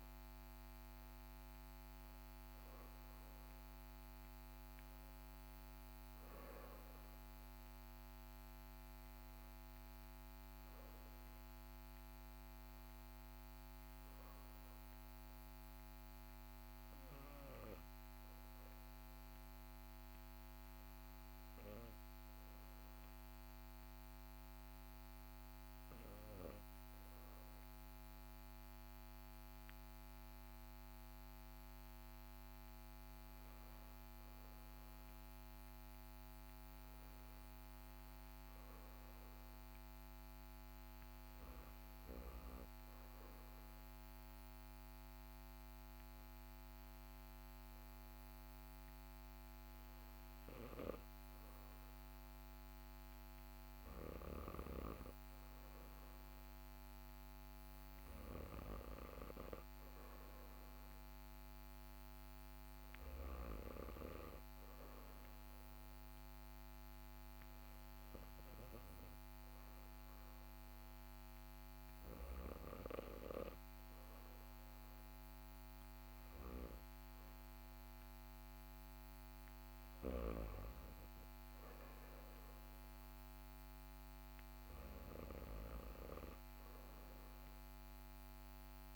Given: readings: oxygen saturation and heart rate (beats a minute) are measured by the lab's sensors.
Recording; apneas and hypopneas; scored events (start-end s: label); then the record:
breathing in sleep by a microphone on the trachea; none
54.00-74.00 s: oxygen desaturation (device-marked, oxygen 96% before, 92% lowest, heart rate 40 before, 40 extreme)
From the record:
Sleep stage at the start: REM sleep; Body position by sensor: on the back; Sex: male